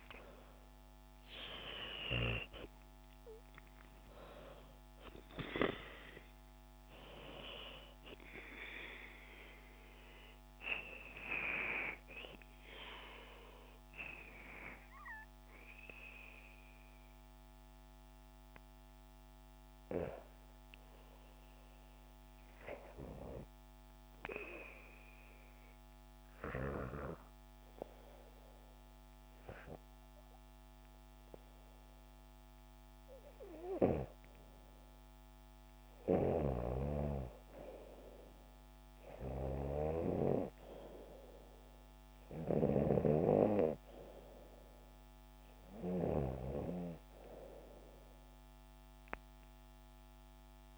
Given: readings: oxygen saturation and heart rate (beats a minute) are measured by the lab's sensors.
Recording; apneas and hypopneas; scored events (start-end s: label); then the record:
breathing in sleep by a microphone on the trachea; 1
0.00-3.50 s: arousal
0.00-5.50 s: oxygen desaturation (device-marked, oxygen 92% lowest, heart rate 71 extreme)
9.00-19.00 s: obstructive apnea (oxygen 96% before, 92% lowest, heart rate 79 before, 72 extreme)
21.50-24.50 s: arousal
45.50-49.00 s: arousal
From the record:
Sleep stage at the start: REM sleep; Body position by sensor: on the back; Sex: female